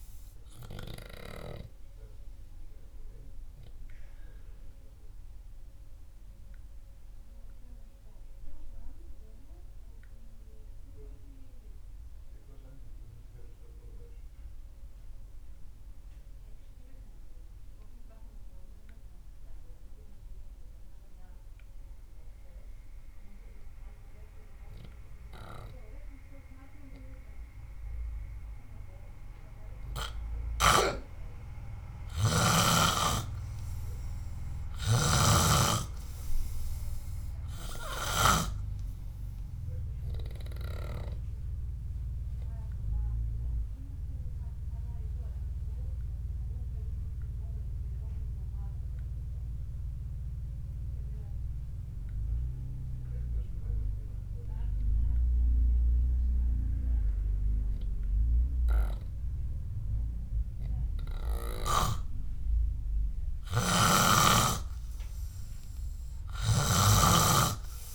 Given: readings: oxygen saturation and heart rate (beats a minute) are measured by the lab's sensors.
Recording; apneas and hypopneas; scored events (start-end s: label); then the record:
breathing in sleep by a room microphone; 2
0.00-5.00 s: oxygen desaturation (device-marked, oxygen 93% lowest, heart rate 57 extreme)
7.00-22.50 s: obstructive apnea (oxygen 98% before, 93% lowest, heart rate 64 before, 58 extreme)
22.00-36.00 s: oxygen desaturation (device-marked, oxygen 98% before, 94% lowest, heart rate 68 before, 58 extreme)
24.00-28.00 s: arousal
31.00-39.00 s: snoring (device-marked)
44.50-58.00 s: obstructive apnea (oxygen 98% before, 92% lowest, heart rate 63 before, 59 extreme, up 3 after)
45.00-50.00 s: oxygen desaturation (device-marked, oxygen 99% before, 96% lowest, heart rate 63 before, 59 extreme)
60.00-64.00 s: arousal
63.00-67.94 s: oxygen desaturation (device-marked, oxygen 98% before, 93% lowest, heart rate 64 before, 58 extreme)
From the record:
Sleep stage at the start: N3 (deep sleep); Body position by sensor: on the back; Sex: male